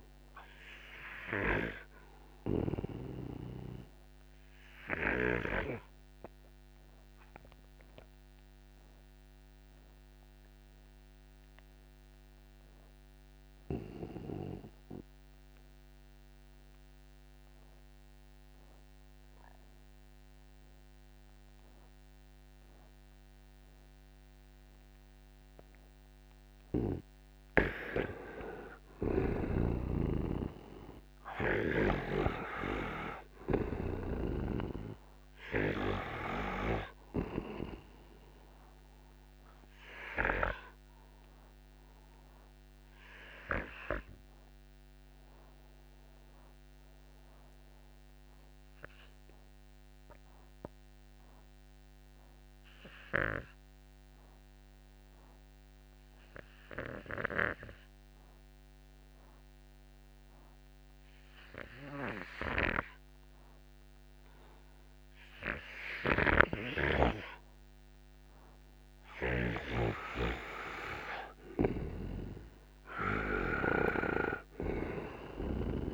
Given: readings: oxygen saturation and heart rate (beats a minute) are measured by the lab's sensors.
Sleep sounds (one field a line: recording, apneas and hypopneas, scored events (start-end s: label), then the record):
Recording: breathing in sleep by a microphone on the trachea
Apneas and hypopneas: 2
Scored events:
2.50-26.50 s: oxygen desaturation (device-marked, oxygen 97% before, 91% lowest, heart rate 61 before, 59 extreme)
4.00-27.00 s: obstructive apnea (oxygen 98% before, 86% lowest, heart rate 61 before, 59 extreme, up 7 after)
29.50-34.00 s: arousal
35.50-60.50 s: oxygen desaturation (device-marked, oxygen 96% before, 86% lowest, heart rate 61 before, 58 extreme)
39.00-69.50 s: obstructive apnea (oxygen 96% before, 85% lowest, heart rate 62 before, 58 extreme, up 15 after)
71.50-75.50 s: arousal
71.50-75.93 s: snoring (device-marked)
From the record:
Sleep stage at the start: N2 (light sleep)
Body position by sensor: on the right side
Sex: male